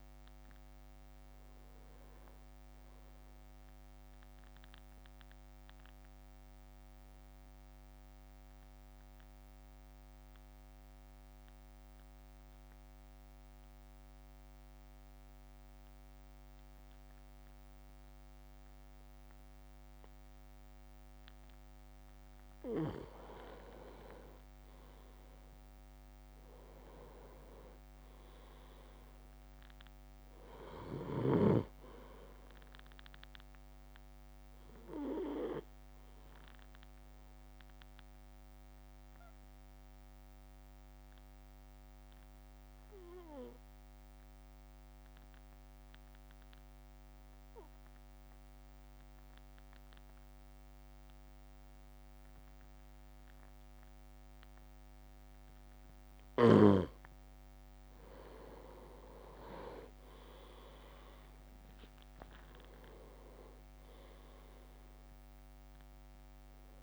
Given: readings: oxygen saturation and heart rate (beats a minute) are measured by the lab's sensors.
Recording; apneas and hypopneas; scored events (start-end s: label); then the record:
breathing in sleep by a microphone on the trachea; 2
0.00-7.00 s: drop in pulse transit time (device-marked, heart rate 56 extreme)
6.00-22.00 s: mixed apnea (oxygen 100% before, 95% lowest, heart rate 57 before, 51 extreme, up 4 after)
24.00-27.50 s: arousal
24.00-37.00 s: drop in pulse transit time (device-marked, heart rate 55 before, 51 extreme)
34.00-56.00 s: obstructive apnea (oxygen 99% before, 94% lowest, heart rate 55 before, 52 extreme, up 5 after)
59.50-64.50 s: arousal
62.00-66.83 s: drop in pulse transit time (device-marked, heart rate 55 before, 54 extreme)
63.00-66.83 s: oxygen desaturation (device-marked, oxygen 99% before, 95% lowest, heart rate 55 before, 52 extreme)
From the record:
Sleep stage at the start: N2 (light sleep); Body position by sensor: on the back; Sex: male